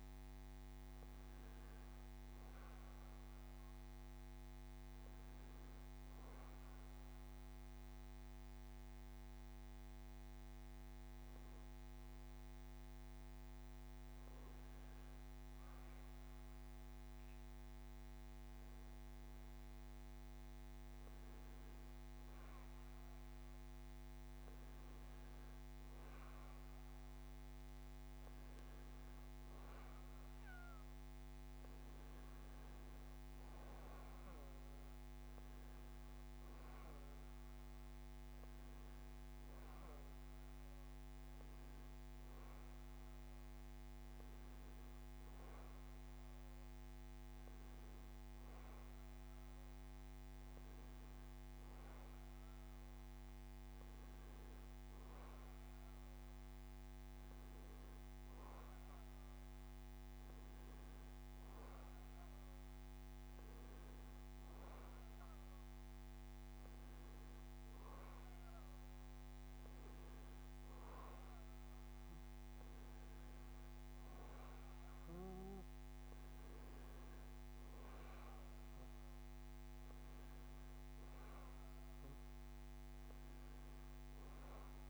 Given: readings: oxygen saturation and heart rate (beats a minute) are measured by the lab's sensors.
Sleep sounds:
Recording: breathing in sleep, hard to hear, by a microphone on the trachea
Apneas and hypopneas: none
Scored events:
none scored
From the record:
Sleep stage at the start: N2 (light sleep)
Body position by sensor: on the back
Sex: male

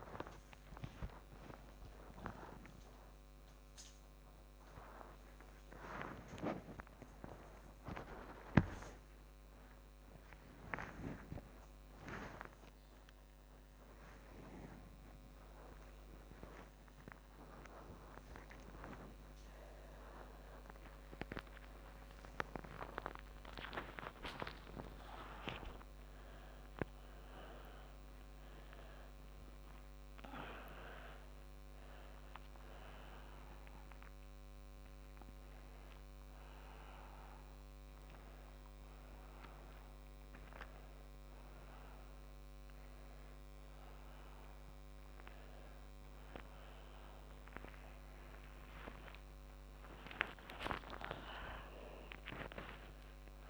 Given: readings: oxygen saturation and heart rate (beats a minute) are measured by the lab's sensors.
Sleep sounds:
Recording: a person awake in a sleep study, by a microphone on the trachea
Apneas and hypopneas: none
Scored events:
none scored
From the record:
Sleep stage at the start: awake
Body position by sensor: on the back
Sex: female

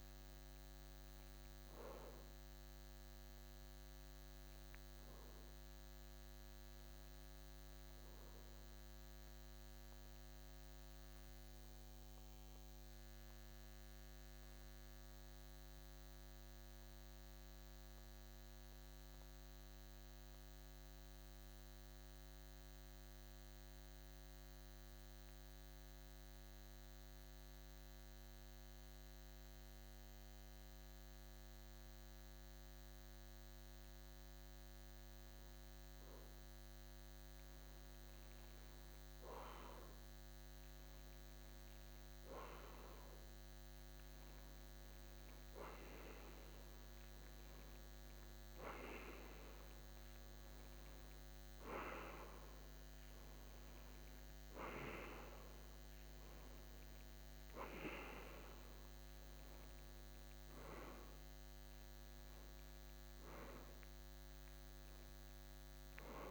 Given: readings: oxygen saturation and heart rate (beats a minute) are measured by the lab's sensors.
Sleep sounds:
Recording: breathing in sleep by a microphone on the trachea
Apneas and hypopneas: 1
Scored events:
0.00-23.00 s: oxygen desaturation (device-marked, oxygen 93% lowest, heart rate 52 extreme)
12.50-35.00 s: central apnea (oxygen 96% before, 91% lowest, heart rate 55 before, 52 extreme, up 1 after)
37.00-42.00 s: arousal
64.00-66.31 s: oxygen desaturation (device-marked, oxygen 95% before, 91% lowest, heart rate 55 before, 52 extreme)
From the record:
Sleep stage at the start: N2 (light sleep)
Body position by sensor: on the back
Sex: male

